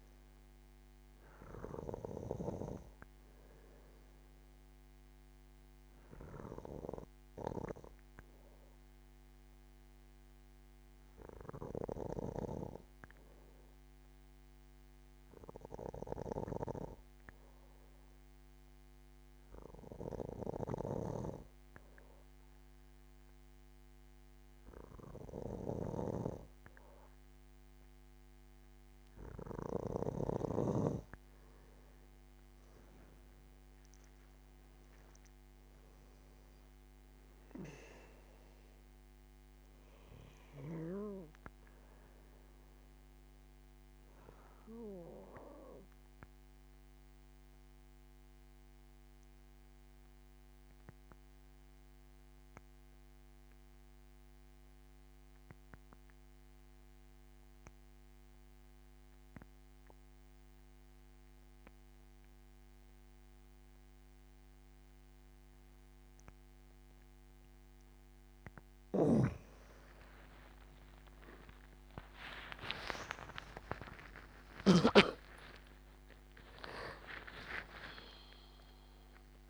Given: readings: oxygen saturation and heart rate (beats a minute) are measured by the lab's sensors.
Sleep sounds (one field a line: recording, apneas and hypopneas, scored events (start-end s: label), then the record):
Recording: breathing in sleep by a microphone on the trachea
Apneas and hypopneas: 2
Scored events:
0.00-2.00 s: arousal
6.00-29.50 s: hypopnea (oxygen 98% before, 87% lowest, heart rate 77 before, 75 extreme, up 9 after)
20.00-30.00 s: snoring (device-marked)
23.00-49.00 s: oxygen desaturation (device-marked, oxygen 97% before, 94% lowest, heart rate 79 before, 75 extreme)
32.00-35.50 s: arousal
45.00-67.00 s: obstructive apnea (oxygen 97% before, 87% lowest, heart rate 80 before, 77 extreme, up 24 after)
65.00-79.50 s: oxygen desaturation (device-marked, oxygen 97% before, 87% lowest, heart rate 78 before, 73 extreme)
69.00-75.00 s: snoring (device-marked)
71.00-79.50 s: tachycardia (device-marked, heart rate 81 before, 120 extreme)
71.50-76.50 s: arousal
73.00-75.00 s: long interval between heartbeats (device-marked, heart rate 79 before, 98 extreme)
77.00-79.00 s: long interval between heartbeats (device-marked, heart rate 84 before, 118 extreme)
From the record:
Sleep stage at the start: N2 (light sleep)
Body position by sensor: on the back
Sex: male